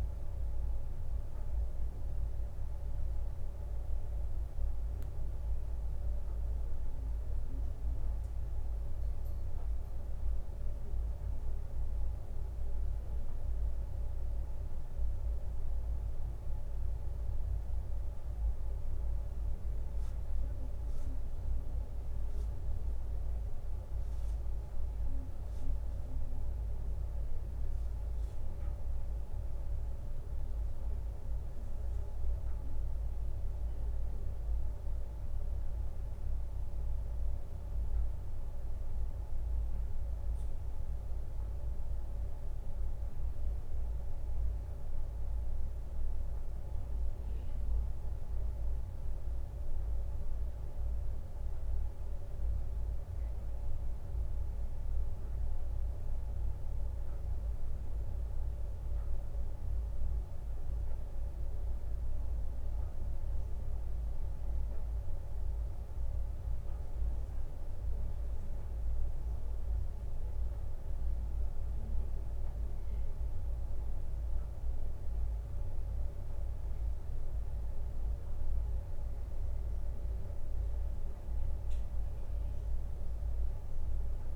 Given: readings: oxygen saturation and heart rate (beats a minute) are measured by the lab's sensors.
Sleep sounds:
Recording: breathing in sleep, hard to hear, by a room microphone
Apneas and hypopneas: none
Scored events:
22.00-84.36 s: new sleep stage, N2 (light sleep)
From the record:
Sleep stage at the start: N1 (lightest sleep)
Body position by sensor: on the right side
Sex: male

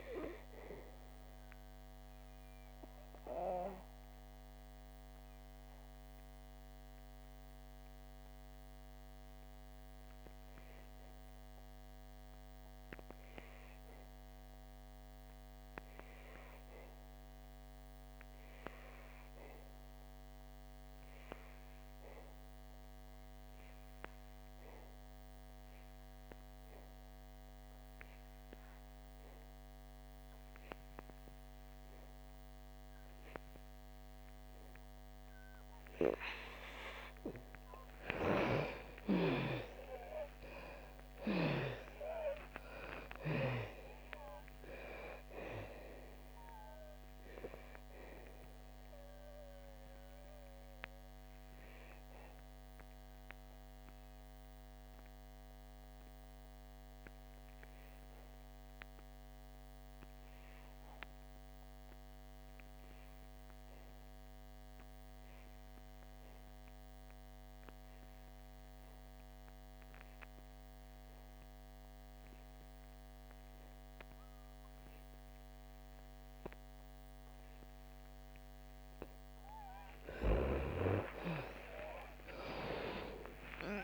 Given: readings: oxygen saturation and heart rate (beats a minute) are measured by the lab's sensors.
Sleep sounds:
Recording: breathing in sleep by a microphone on the trachea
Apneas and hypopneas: 2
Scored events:
0.00-21.50 s: oxygen desaturation (device-marked, oxygen 74% lowest, heart rate 58 extreme)
0.50-37.00 s: mixed apnea (oxygen 98% before, 74% lowest, heart rate 69 before, 58 extreme, up 23 after)
26.50-68.50 s: oxygen desaturation (device-marked, oxygen 98% before, 77% lowest, heart rate 62 before, 26 extreme)
38.00-42.00 s: arousal
49.00-78.50 s: mixed apnea (oxygen 98% before, 75% lowest, heart rate 74 before, 26 extreme, up 17 after)
74.50-83.84 s: oxygen desaturation (device-marked, oxygen 98% before, 75% lowest, heart rate 68 before, 26 extreme)
81.00-83.84 s: arousal
From the record:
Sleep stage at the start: N2 (light sleep)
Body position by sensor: on the back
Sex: female

